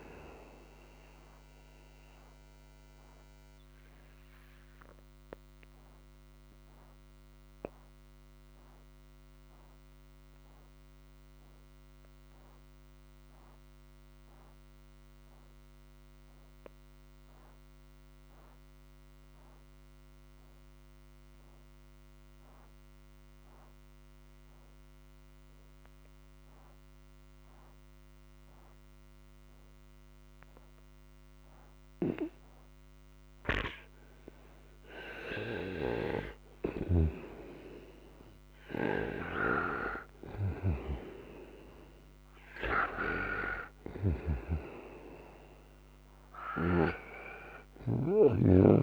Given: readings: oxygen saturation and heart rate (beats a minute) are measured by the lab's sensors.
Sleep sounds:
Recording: breathing in sleep by a microphone on the trachea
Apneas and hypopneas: 1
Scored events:
0.00-20.00 s: oxygen desaturation (device-marked, oxygen 85% lowest, heart rate 58 extreme)
2.00-35.00 s: obstructive apnea (oxygen 97% before, 85% lowest, heart rate 75 before, 58 extreme, up 34 after)
36.50-41.00 s: arousal
36.50-44.00 s: snoring (device-marked)
37.00-48.83 s: oxygen desaturation (device-marked, oxygen 98% before, 88% lowest, heart rate 63 before, 60 extreme)
From the record:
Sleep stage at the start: N2 (light sleep)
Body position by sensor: on the right side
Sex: male

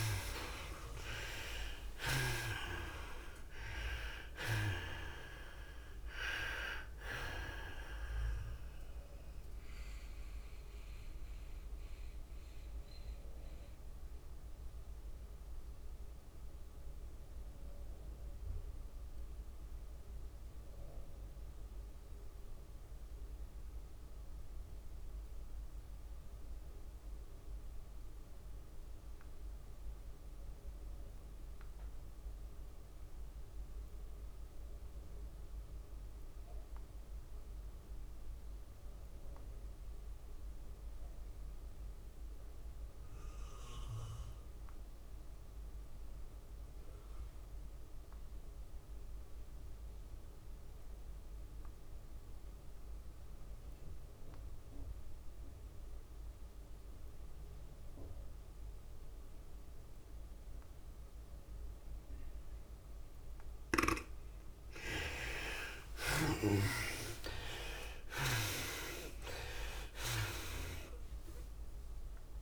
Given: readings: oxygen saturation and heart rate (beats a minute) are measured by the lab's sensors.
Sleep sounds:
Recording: breathing in sleep by a room microphone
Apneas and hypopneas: 1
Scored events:
0.00-17.00 s: oxygen desaturation (device-marked, oxygen 71% lowest, heart rate 101 extreme)
0.00-38.00 s: tachycardia (device-marked, heart rate 115 extreme)
1.00-5.50 s: arousal
3.00-18.00 s: drop in pulse transit time (device-marked, heart rate 106 before, 110 extreme)
10.00-64.00 s: mixed apnea (oxygen 99% before, 57% lowest, heart rate 109 before, 93 extreme, up 27 after)
24.00-72.42 s: oxygen desaturation (device-marked, oxygen 99% before, 57% lowest, heart rate 112 before, 93 extreme)
63.00-72.42 s: tachycardia (device-marked, heart rate 104 before, 122 extreme)
66.50-68.50 s: long interval between heartbeats (device-marked, heart rate 96 before, 104 extreme)
66.50-70.50 s: arousal
68.00-72.42 s: drop in pulse transit time (device-marked, heart rate 97 before, 111 extreme)
From the record:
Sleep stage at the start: N2 (light sleep)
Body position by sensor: on the back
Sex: female

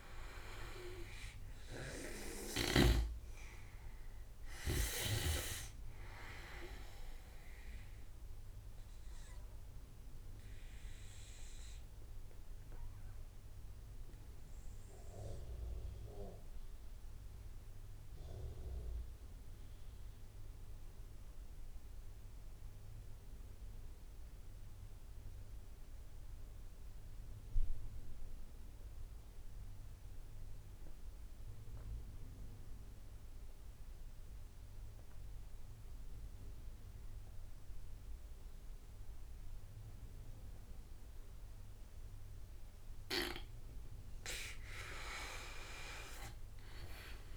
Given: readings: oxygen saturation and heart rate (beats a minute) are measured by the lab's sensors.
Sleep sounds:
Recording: breathing in sleep by a room microphone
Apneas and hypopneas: 1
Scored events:
0.00-2.00 s: snoring (device-marked)
0.00-18.50 s: oxygen desaturation (device-marked, oxygen 90% lowest)
7.50-42.50 s: obstructive apnea (oxygen 99% before, 87% lowest)
29.50-47.37 s: oxygen desaturation (device-marked, oxygen 98% before, 88% lowest)
44.50-47.37 s: arousal
From the record:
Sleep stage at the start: N2 (light sleep)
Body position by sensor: on the right side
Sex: male

